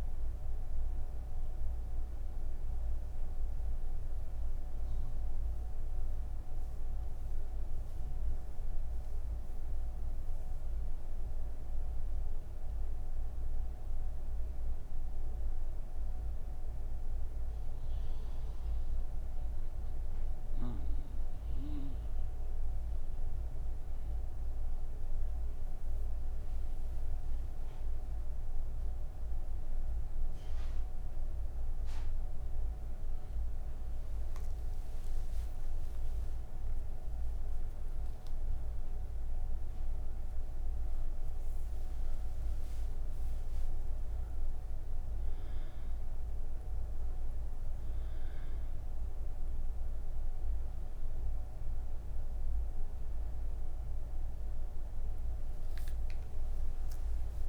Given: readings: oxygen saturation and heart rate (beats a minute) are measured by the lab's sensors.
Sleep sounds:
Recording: breathing in sleep, hard to hear, by a room microphone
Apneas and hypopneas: 1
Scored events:
13.00-23.00 s: hypopnea (oxygen 98% before, 95% lowest)
43.00-57.49 s: new sleep stage, N3 (deep sleep)
From the record:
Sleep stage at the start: N2 (light sleep)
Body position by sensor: on the right side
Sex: female

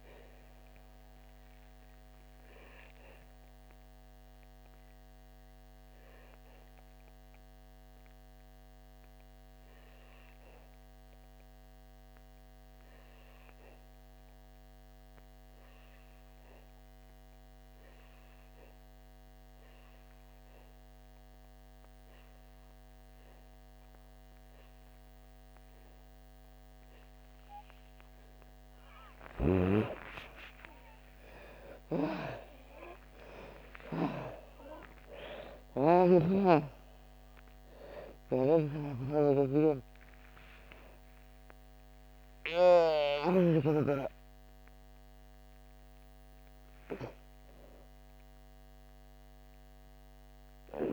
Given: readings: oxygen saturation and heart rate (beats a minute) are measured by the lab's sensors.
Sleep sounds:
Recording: breathing in sleep by a microphone on the trachea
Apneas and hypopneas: 1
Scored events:
0.00-23.00 s: oxygen desaturation (device-marked, oxygen 84% lowest, heart rate 56 extreme)
0.50-29.00 s: obstructive apnea (oxygen 98% before, 84% lowest, heart rate 65 before, 56 extreme, up 8 after)
30.50-35.00 s: arousal
31.00-50.93 s: oxygen desaturation (device-marked, oxygen 98% before, 85% lowest, heart rate 60 before, 62 extreme)
38.50-44.00 s: snoring (device-marked)
From the record:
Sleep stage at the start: N2 (light sleep)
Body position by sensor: on the back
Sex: female

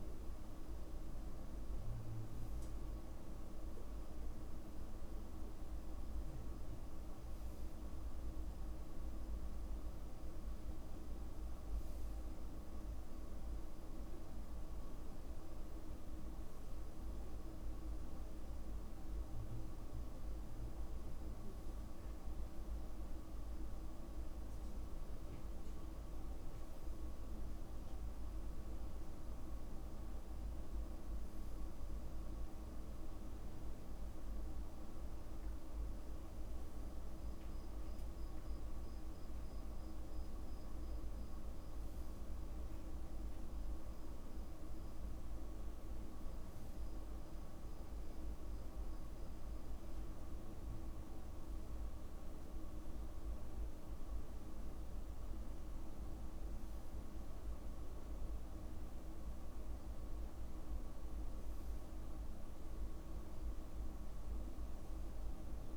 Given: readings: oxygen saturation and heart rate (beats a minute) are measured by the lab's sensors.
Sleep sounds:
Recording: breathing in sleep, hard to hear, by a room microphone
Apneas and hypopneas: none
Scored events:
13.50-15.50 s: long interval between heartbeats (device-marked, heart rate 55 before, 55 extreme)
30.00-32.00 s: long interval between heartbeats (device-marked, heart rate 52 before, 54 extreme)
From the record:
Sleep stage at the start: N2 (light sleep)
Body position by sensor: on the back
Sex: male

